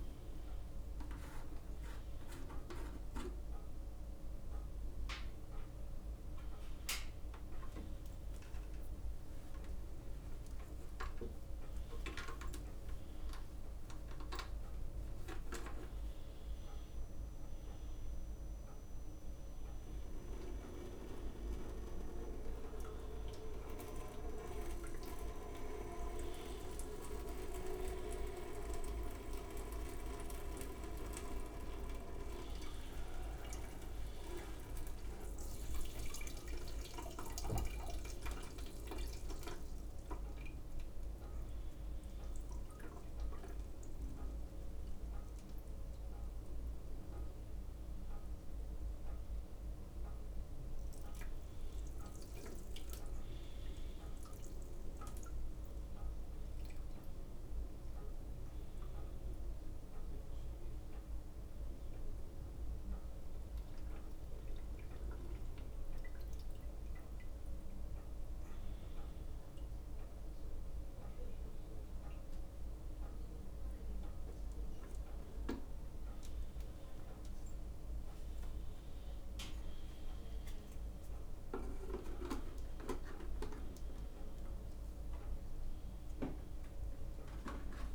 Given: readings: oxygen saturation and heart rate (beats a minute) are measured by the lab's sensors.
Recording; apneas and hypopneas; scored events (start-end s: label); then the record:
a person awake in a sleep study, by a room microphone; none
3.50-8.50 s: tachycardia (device-marked, heart rate 70 before, 106 extreme)
5.00-6.50 s: leg movement (device-marked)
5.00-7.00 s: long interval between heartbeats (device-marked, heart rate 100 before, 88 extreme)
7.00-9.00 s: long interval between heartbeats (device-marked, heart rate 100 before, 106 extreme)
9.50-17.50 s: drop in pulse transit time (device-marked, heart rate 100 before, 77 extreme)
20.50-23.50 s: leg movement (device-marked)
29.50-45.50 s: drop in pulse transit time (device-marked, heart rate 81 before, 78 extreme)
32.00-39.50 s: leg movement (device-marked)
46.00-47.50 s: leg movement (device-marked)
49.50-51.50 s: leg movement (device-marked)
55.00-57.50 s: leg movement (device-marked)
57.50-59.00 s: leg movement (device-marked)
61.50-63.00 s: leg movement (device-marked)
From the record:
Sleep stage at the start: awake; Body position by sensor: upright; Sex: male